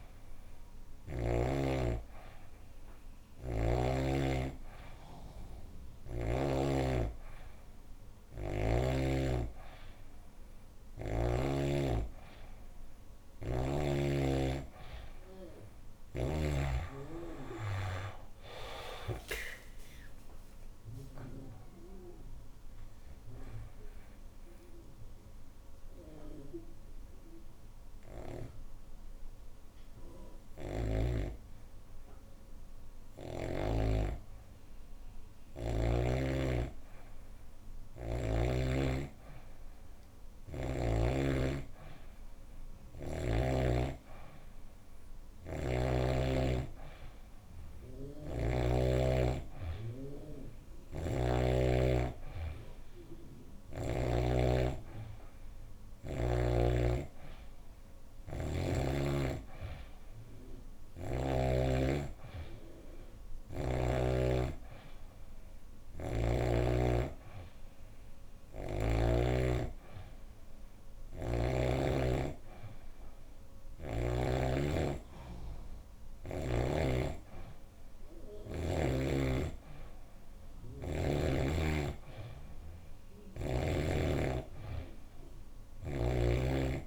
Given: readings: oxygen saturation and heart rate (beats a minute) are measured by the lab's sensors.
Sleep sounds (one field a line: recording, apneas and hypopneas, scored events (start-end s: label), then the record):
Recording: breathing in sleep by a room microphone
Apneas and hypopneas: 1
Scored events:
15.50-19.00 s: snoring (device-marked)
18.00-21.00 s: arousal
23.00-34.50 s: obstructive apnea (oxygen 94% before, 90% lowest, heart rate 106 before, 75 extreme, up 41 after)
30.00-33.50 s: snoring (device-marked)
36.50-40.00 s: arousal
47.50-64.50 s: oxygen desaturation (device-marked, oxygen 98% before, 92% lowest, heart rate 94 before, 80 extreme)
70.50-74.00 s: snoring (device-marked)
71.50-86.87 s: new sleep stage, N3 (deep sleep)
From the record:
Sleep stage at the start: N2 (light sleep)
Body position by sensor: on the back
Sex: female